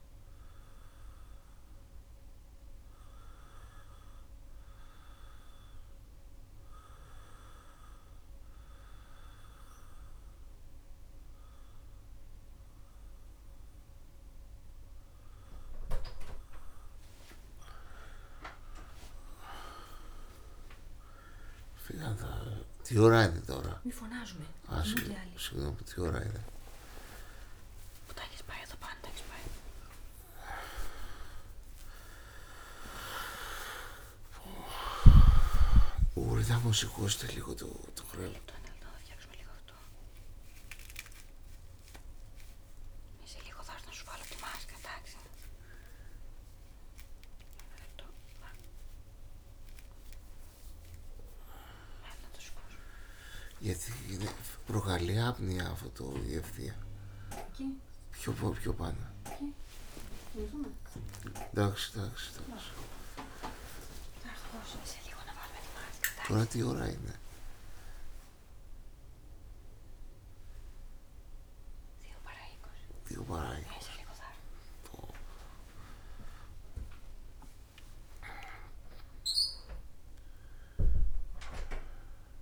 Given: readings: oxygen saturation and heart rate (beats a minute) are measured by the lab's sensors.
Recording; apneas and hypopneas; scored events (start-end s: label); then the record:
breathing in sleep by a room microphone; none
25.50-29.00 s: arousal
28.00-30.00 s: long interval between heartbeats (device-marked, heart rate 75 before, 89 extreme)
36.50-38.50 s: long interval between heartbeats (device-marked, heart rate 81 before, 117 extreme)
54.00-58.00 s: snoring (device-marked)
56.00-60.50 s: arousal
57.50-59.50 s: long interval between heartbeats (device-marked, heart rate 96 before, 83 extreme)
From the record:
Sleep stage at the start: N2 (light sleep); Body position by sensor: on the back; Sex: male